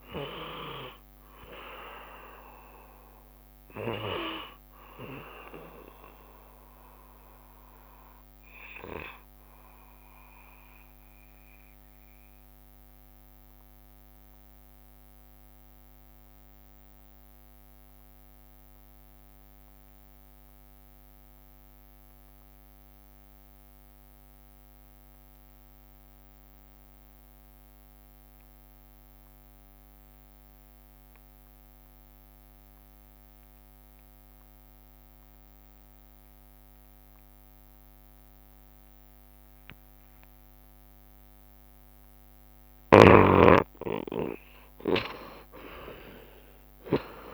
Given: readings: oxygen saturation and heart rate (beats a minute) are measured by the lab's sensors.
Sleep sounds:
breathing in sleep by a microphone on the trachea; 1
0.00-1.50 s: tachycardia (device-marked, heart rate 119 extreme)
0.00-2.00 s: long interval between heartbeats (device-marked, heart rate 78 before, 115 extreme)
0.00-21.50 s: oxygen desaturation (device-marked, oxygen 71% lowest, heart rate 66 extreme)
2.00-4.00 s: long interval between heartbeats (device-marked, heart rate 82 before, 107 extreme)
8.50-42.00 s: obstructive apnea (oxygen 88% before, 71% lowest, heart rate 90 before, 68 extreme, up 3 after)
23.50-25.50 s: long interval between heartbeats (device-marked, heart rate 76 before, 89 extreme)
31.50-33.50 s: long interval between heartbeats (device-marked, heart rate 75 before, 79 extreme)
31.50-47.34 s: oxygen desaturation (device-marked, oxygen 92% before, 71% lowest, heart rate 75 before, 68 extreme)
43.50-47.34 s: arousal
From the record:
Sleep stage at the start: N2 (light sleep); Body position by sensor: on the back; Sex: male

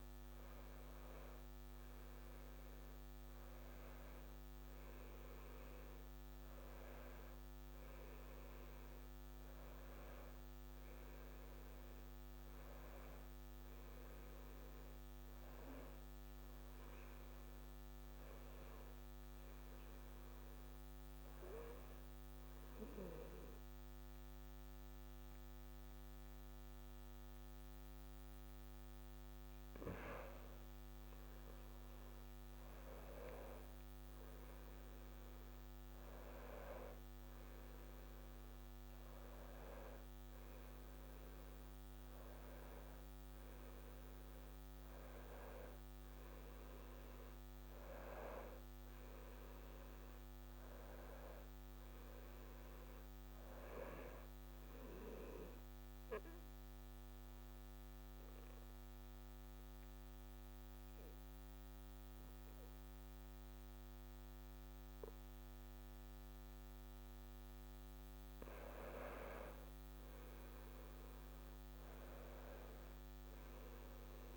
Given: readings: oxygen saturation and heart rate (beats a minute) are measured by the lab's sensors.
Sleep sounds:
breathing in sleep by a microphone on the trachea; 2
0.00-10.50 s: oxygen desaturation (device-marked, oxygen 90% lowest, heart rate 69 extreme)
12.00-15.50 s: arousal
17.50-30.00 s: hypopnea (oxygen 96% before, 91% lowest, heart rate 74 before, 69 extreme, up 3 after)
32.00-36.50 s: arousal
55.50-68.00 s: obstructive apnea (oxygen 96% before, 91% lowest, heart rate 73 before, 67 extreme, up 8 after)
69.50-73.50 s: arousal
From the record:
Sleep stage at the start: N2 (light sleep); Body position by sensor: on the back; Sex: male

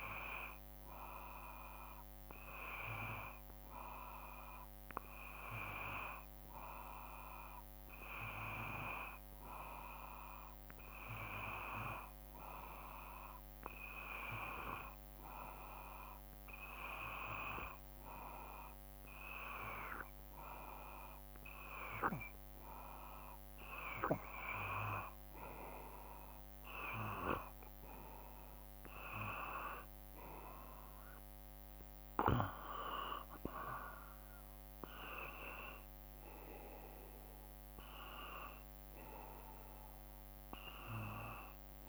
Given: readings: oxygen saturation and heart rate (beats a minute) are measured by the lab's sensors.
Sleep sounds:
breathing in sleep by a microphone on the trachea; none
40.00-41.89 s: arousal
From the record:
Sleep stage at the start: N2 (light sleep); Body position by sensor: on the back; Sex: male

